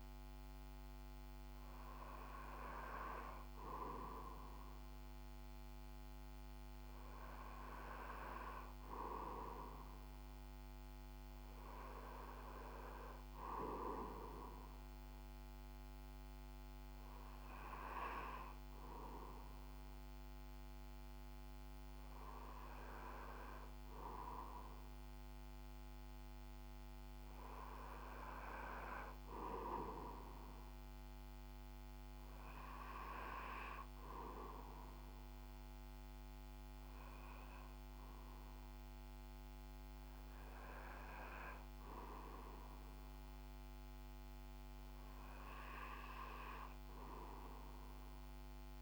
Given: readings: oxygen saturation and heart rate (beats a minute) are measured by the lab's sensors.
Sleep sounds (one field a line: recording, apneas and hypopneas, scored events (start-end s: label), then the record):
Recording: breathing in sleep by a microphone on the trachea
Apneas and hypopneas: none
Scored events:
none scored
From the record:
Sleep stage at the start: REM sleep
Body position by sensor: on the back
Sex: male